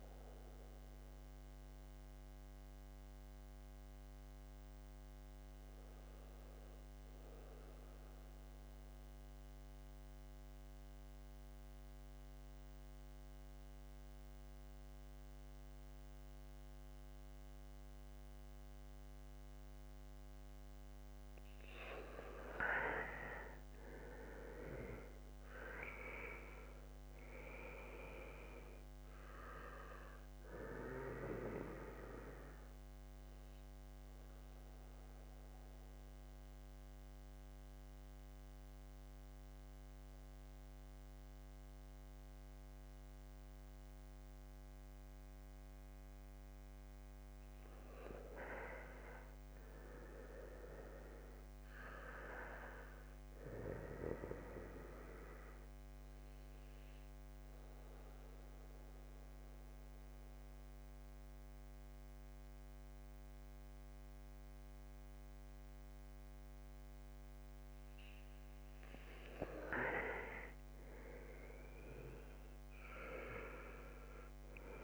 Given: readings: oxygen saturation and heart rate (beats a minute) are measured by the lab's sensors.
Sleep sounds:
breathing in sleep by a microphone on the trachea; 3
0.00-19.00 s: oxygen desaturation (device-marked, oxygen 90% lowest, heart rate 71 extreme)
8.50-20.50 s: mixed apnea (oxygen 95% before, 89% lowest, heart rate 78 before, 71 extreme)
22.00-25.50 s: arousal
31.00-45.00 s: oxygen desaturation (device-marked, oxygen 98% before, 89% lowest, heart rate 75 before, 69 extreme)
34.00-46.50 s: central apnea (oxygen 99% before, 89% lowest, heart rate 74 before, 69 extreme, up 7 after)
48.00-51.50 s: arousal
55.00-67.00 s: oxygen desaturation (device-marked, oxygen 98% before, 91% lowest, heart rate 74 before, 69 extreme)
56.00-69.00 s: central apnea (oxygen 98% before, 89% lowest, heart rate 74 before, 69 extreme, up 7 after)
70.00-74.00 s: arousal
From the record:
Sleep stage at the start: N2 (light sleep); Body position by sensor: on the back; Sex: male

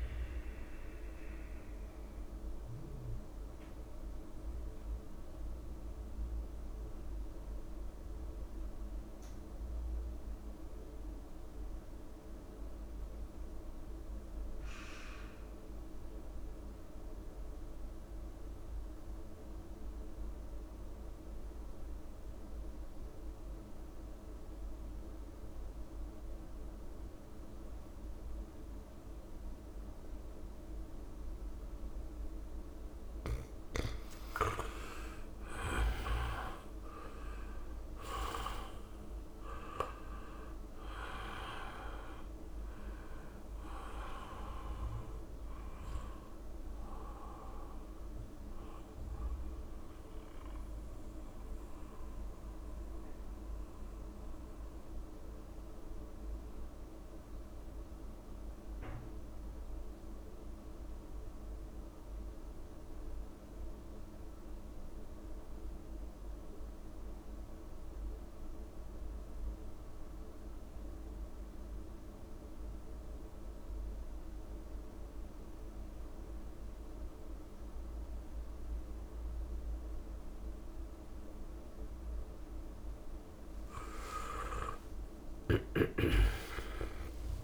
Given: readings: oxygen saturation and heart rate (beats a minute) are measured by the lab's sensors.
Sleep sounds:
breathing in sleep by a room microphone; 2
0.00-20.00 s: oxygen desaturation (device-marked, oxygen 84% lowest)
1.00-32.00 s: mixed apnea (oxygen 99% before, 84% lowest)
32.00-60.00 s: oxygen desaturation (device-marked, oxygen 100% before, 84% lowest)
35.00-40.50 s: arousal
48.50-82.50 s: mixed apnea (oxygen 100% before, 83% lowest)
78.00-87.44 s: oxygen desaturation (device-marked, oxygen 98% before, 83% lowest)
84.00-87.44 s: arousal
From the record:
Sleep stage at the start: N2 (light sleep); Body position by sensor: on the back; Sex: male

